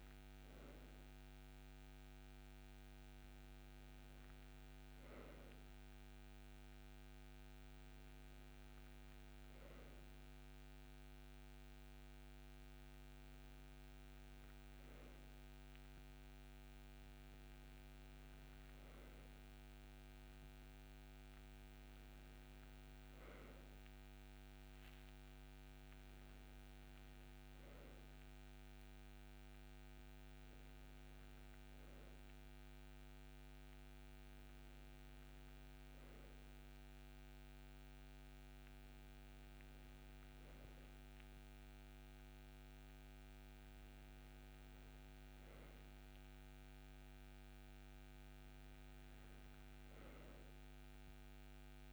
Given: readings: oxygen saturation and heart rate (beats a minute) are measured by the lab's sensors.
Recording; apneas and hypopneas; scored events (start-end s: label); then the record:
breathing in sleep, hard to hear, by a microphone on the trachea; none
none scored
From the record:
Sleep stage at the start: N2 (light sleep); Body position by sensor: on the right side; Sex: male